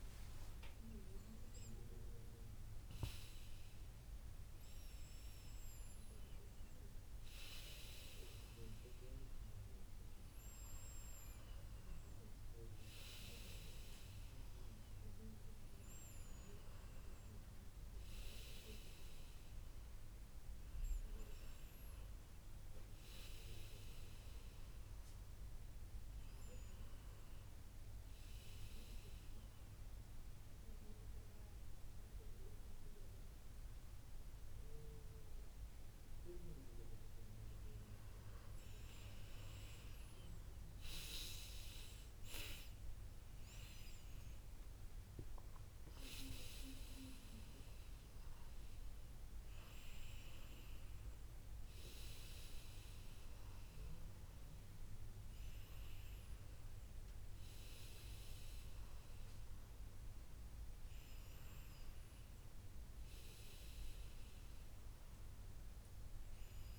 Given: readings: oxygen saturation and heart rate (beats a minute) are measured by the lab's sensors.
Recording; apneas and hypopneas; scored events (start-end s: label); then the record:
breathing in sleep by a room microphone; 1
19.50-23.00 s: arousal
25.50-39.00 s: hypopnea (oxygen 96% before, 94% lowest, heart rate 81 before, 78 extreme, up 4 after)
43.50-47.50 s: arousal
From the record:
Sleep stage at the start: N1 (lightest sleep); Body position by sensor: on the back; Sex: male